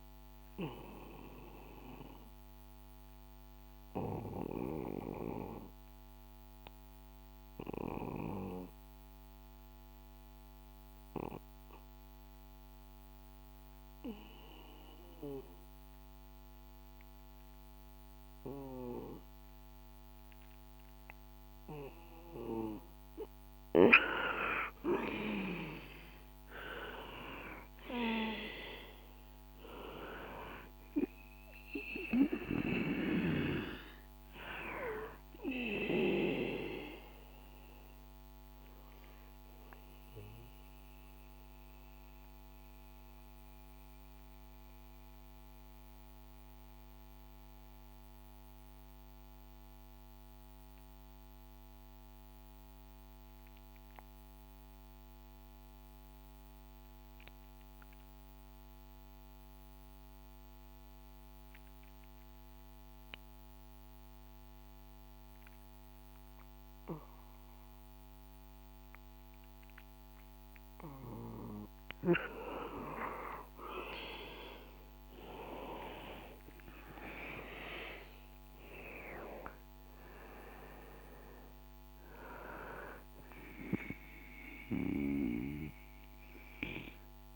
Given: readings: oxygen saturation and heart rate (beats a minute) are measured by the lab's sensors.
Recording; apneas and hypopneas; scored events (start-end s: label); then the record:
breathing in sleep by a microphone on the trachea; 2
0.00-16.50 s: oxygen desaturation (device-marked, oxygen 94% lowest, heart rate 64 extreme)
0.50-18.00 s: obstructive apnea (oxygen 98% before, 91% lowest, heart rate 68 before, 63 extreme, up 1 after)
4.50-87.36 s: new sleep stage, N2 (light sleep)
23.50-28.50 s: arousal
31.50-50.50 s: oxygen desaturation (device-marked, oxygen 97% before, 91% lowest, heart rate 66 before, 63 extreme)
38.50-71.00 s: mixed apnea (oxygen 97% before, 89% lowest, heart rate 67 before, 61 extreme, up 4 after)
68.50-87.36 s: oxygen desaturation (device-marked, oxygen 98% before, 89% lowest, heart rate 66 before, 61 extreme)
73.00-79.00 s: arousal
From the record:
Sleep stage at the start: REM sleep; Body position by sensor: on the back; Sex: male